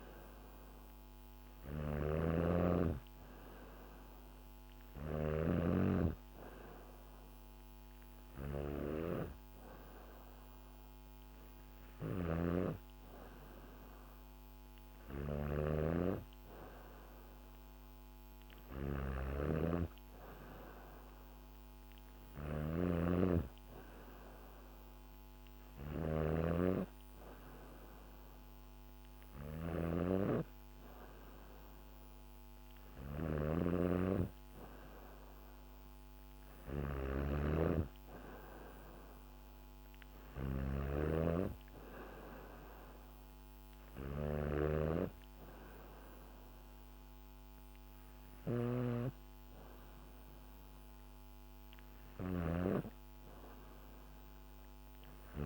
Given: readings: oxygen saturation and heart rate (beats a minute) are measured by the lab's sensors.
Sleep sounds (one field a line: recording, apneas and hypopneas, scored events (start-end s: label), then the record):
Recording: breathing in sleep by a microphone on the trachea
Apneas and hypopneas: none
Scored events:
0.00-55.45 s: snoring (device-marked)
From the record:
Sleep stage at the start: N3 (deep sleep)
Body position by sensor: on the back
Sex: female